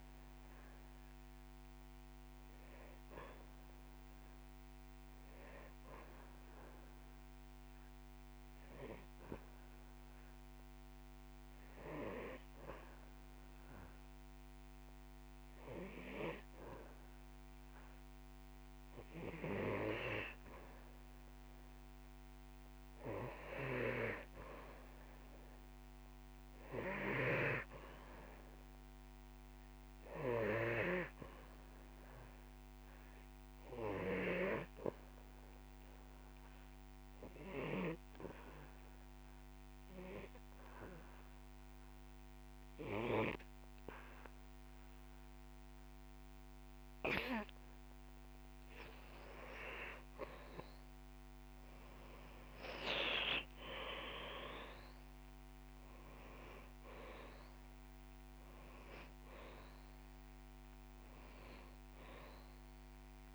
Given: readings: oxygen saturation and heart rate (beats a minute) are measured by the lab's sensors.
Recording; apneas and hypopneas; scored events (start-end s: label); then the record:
breathing in sleep by a microphone on the trachea; 2
3.50-5.50 s: long interval between heartbeats (device-marked)
6.50-19.00 s: hypopnea (oxygen 99% before, 93% lowest)
22.00-25.00 s: arousal
29.50-52.50 s: oxygen desaturation (device-marked, oxygen 97% before, 93% lowest)
34.50-47.50 s: obstructive apnea (oxygen 98% before, 93% lowest)
35.50-37.50 s: long interval between heartbeats (device-marked)
41.50-51.50 s: drop in pulse transit time (device-marked)
48.50-50.50 s: long interval between heartbeats (device-marked)
50.50-53.50 s: arousal
From the record:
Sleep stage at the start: N2 (light sleep); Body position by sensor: on the back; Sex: male